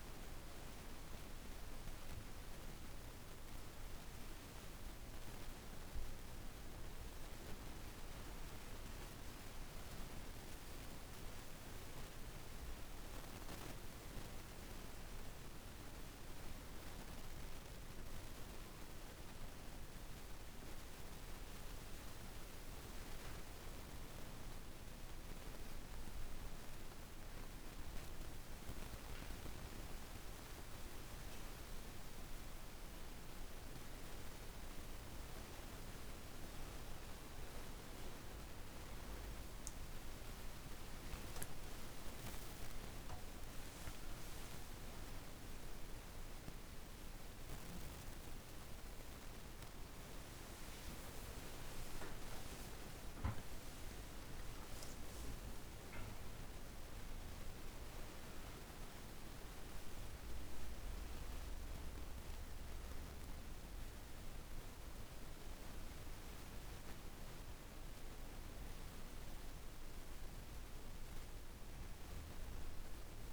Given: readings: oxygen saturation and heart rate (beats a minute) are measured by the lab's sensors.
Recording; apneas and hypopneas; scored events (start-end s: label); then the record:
a person partly awake in a sleep study, hard to hear, by a room microphone; 1
6.00-17.00 s: hypopnea (oxygen 94% before, 93% lowest)
22.50-39.50 s: oxygen desaturation (device-marked, oxygen 96% before, 93% lowest)
42.50-72.50 s: new sleep stage, awake
72.50-73.33 s: new sleep stage, N1 (lightest sleep)
From the record:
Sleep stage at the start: N2 (light sleep); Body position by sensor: on the back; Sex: female